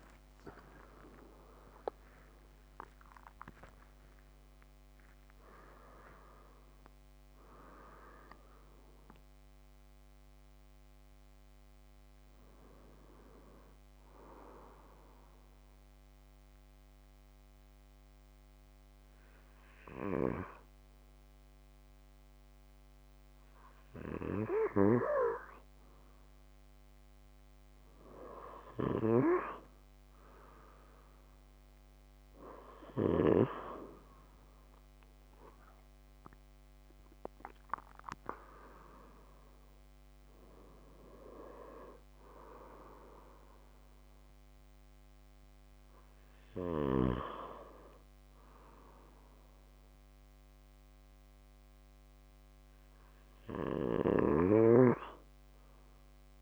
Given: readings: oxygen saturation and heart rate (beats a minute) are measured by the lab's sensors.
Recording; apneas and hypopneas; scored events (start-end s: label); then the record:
a person awake in a sleep study, by a microphone on the trachea; none
35.50-48.50 s: oxygen desaturation (device-marked, oxygen 97% before, 93% lowest)
From the record:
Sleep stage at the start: awake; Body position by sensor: on the left side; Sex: male